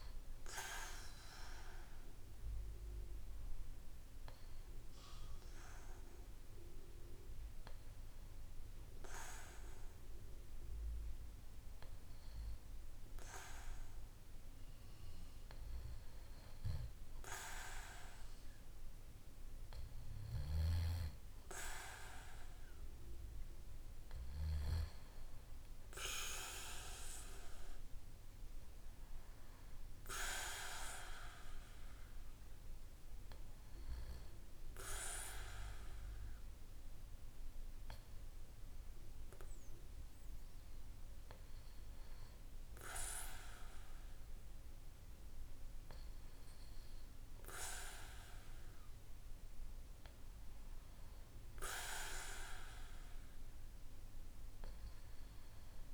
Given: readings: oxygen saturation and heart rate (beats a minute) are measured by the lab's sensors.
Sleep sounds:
breathing in sleep by a room microphone; none
none scored
From the record:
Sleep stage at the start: N2 (light sleep); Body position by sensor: on the back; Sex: male

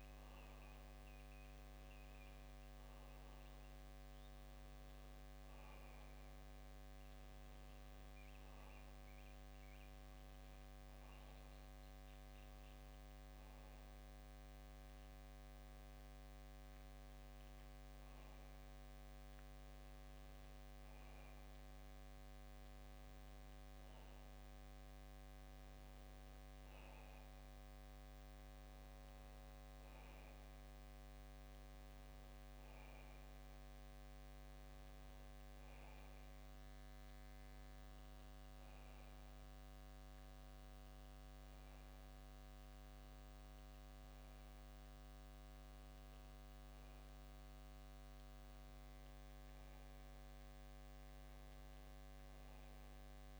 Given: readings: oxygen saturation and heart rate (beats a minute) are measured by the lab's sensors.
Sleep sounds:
breathing in sleep, hard to hear, by a microphone on the trachea; none
none scored
From the record:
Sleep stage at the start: N2 (light sleep); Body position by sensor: on the back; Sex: male

